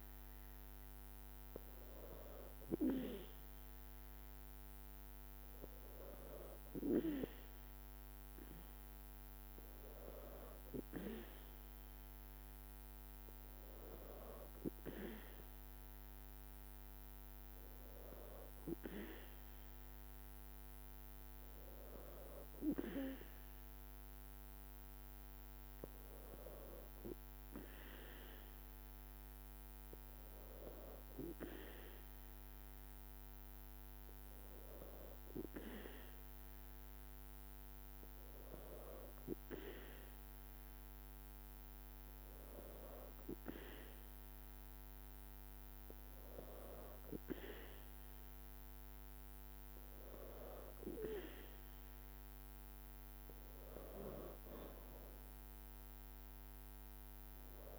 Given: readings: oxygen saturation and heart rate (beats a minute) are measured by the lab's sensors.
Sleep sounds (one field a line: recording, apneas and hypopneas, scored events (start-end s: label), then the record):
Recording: breathing in sleep by a microphone on the trachea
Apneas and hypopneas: 1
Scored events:
33.50-47.00 s: hypopnea (oxygen 95% before, 94% lowest, heart rate 59 before, 59 extreme, up 1 after)
From the record:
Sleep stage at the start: N2 (light sleep)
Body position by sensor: on the back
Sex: female